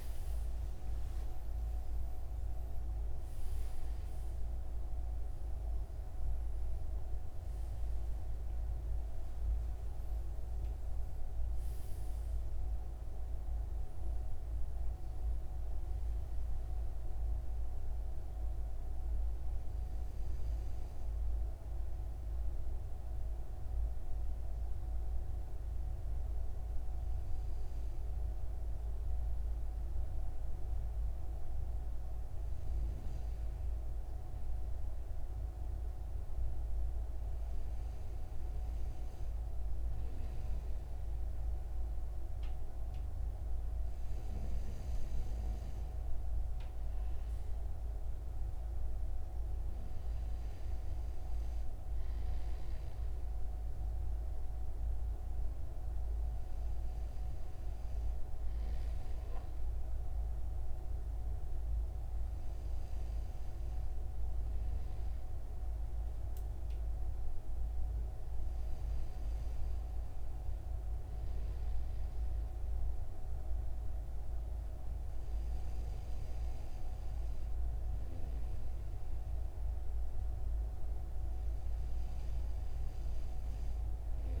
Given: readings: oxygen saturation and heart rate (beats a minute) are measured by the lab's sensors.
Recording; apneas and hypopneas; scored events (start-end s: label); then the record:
breathing in sleep, hard to hear, by a room microphone; 1
0.00-3.50 s: arousal
19.50-32.00 s: hypopnea (oxygen 97% before, 95% lowest, heart rate 65 before, 56 extreme, up 7 after)
35.00-37.50 s: arousal
From the record:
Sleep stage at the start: N2 (light sleep); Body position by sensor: on the right side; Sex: male